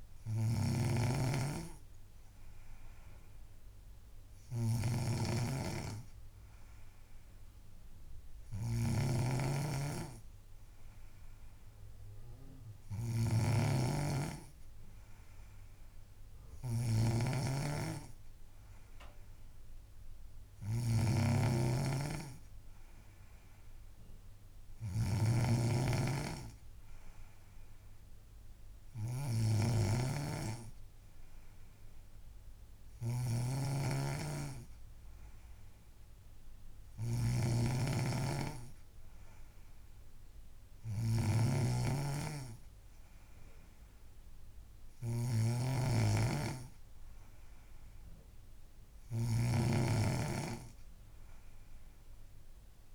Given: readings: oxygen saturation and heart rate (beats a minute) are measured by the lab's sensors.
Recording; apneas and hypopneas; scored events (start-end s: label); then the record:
breathing in sleep by a room microphone; none
0.00-52.95 s: snoring (device-marked)
From the record:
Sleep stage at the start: N3 (deep sleep); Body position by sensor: on the back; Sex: female